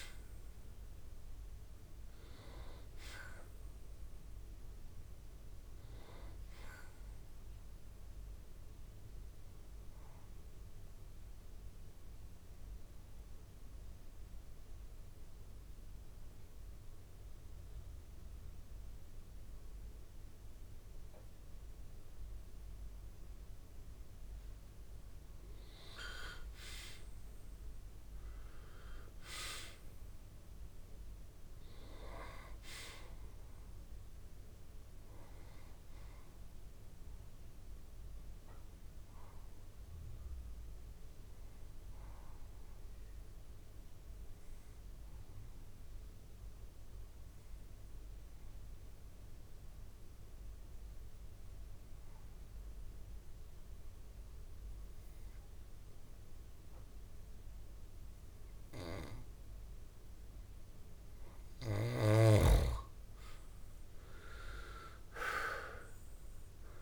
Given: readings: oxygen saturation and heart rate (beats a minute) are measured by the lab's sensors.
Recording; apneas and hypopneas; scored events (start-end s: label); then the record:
breathing in sleep by a room microphone; 2
0.00-15.50 s: oxygen desaturation (device-marked, oxygen 84% lowest, heart rate 65 extreme)
9.50-25.50 s: obstructive apnea (oxygen 96% before, 83% lowest, heart rate 85 before, 64 extreme, up 43 after)
27.00-30.50 s: arousal
29.50-48.50 s: oxygen desaturation (device-marked, oxygen 99% before, 93% lowest, heart rate 72 before, 64 extreme)
42.00-61.50 s: mixed apnea (oxygen 99% before, 83% lowest, heart rate 85 before, 64 extreme)
59.50-66.82 s: oxygen desaturation (device-marked, oxygen 96% before, 83% lowest, heart rate 65 before, 65 extreme)
63.50-66.82 s: arousal
From the record:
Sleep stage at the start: N2 (light sleep); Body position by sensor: on the back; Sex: male